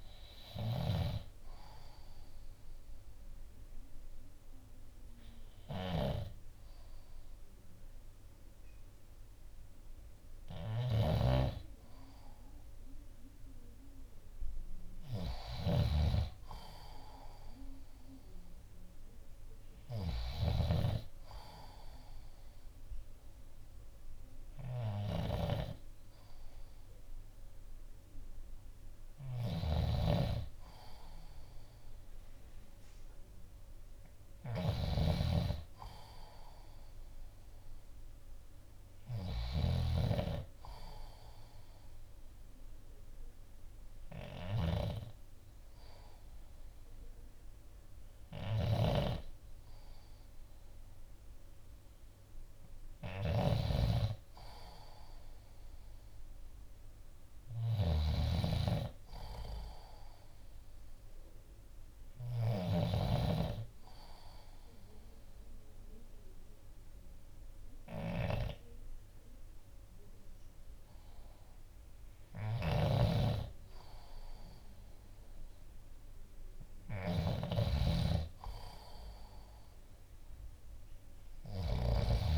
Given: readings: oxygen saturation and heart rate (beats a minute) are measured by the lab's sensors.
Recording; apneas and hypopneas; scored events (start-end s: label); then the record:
breathing in sleep by a room microphone; 2
0.00-82.38 s: snoring (device-marked)
1.00-12.00 s: obstructive apnea (oxygen 94% before, 92% lowest, heart rate 59 before, 57 extreme, up 2 after)
11.00-20.00 s: oxygen desaturation (device-marked, oxygen 97% before, 93% lowest, heart rate 61 before, 57 extreme)
15.00-18.50 s: arousal
29.00-40.00 s: oxygen desaturation (device-marked, oxygen 96% before, 92% lowest, heart rate 59 before, 57 extreme)
41.50-53.00 s: obstructive apnea (oxygen 96% before, 91% lowest, heart rate 59 before, 57 extreme, up 4 after)
56.00-59.50 s: arousal
68.00-77.00 s: oxygen desaturation (device-marked, oxygen 94% before, 91% lowest, heart rate 59 before, 58 extreme)
From the record:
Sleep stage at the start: N2 (light sleep); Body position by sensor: on the left side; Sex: male